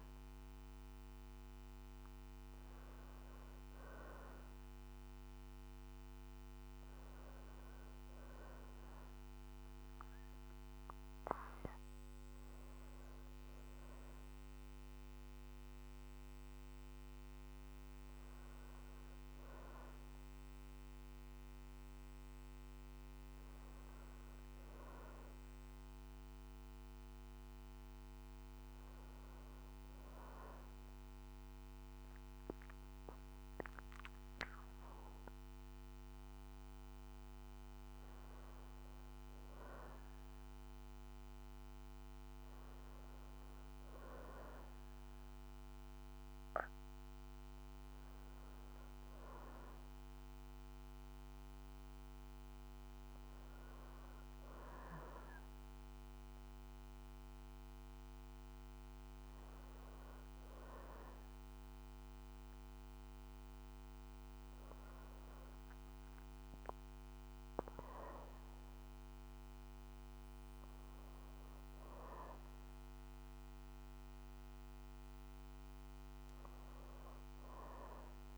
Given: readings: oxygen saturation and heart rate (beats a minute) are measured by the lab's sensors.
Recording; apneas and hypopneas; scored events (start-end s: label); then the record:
breathing in sleep by a microphone on the trachea; none
29.00-78.38 s: new sleep stage, N2 (light sleep)
49.00-60.00 s: oxygen desaturation (device-marked, oxygen 95% before, 91% lowest, heart rate 62 before, 59 extreme)
From the record:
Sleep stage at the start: N1 (lightest sleep); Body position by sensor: on the back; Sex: female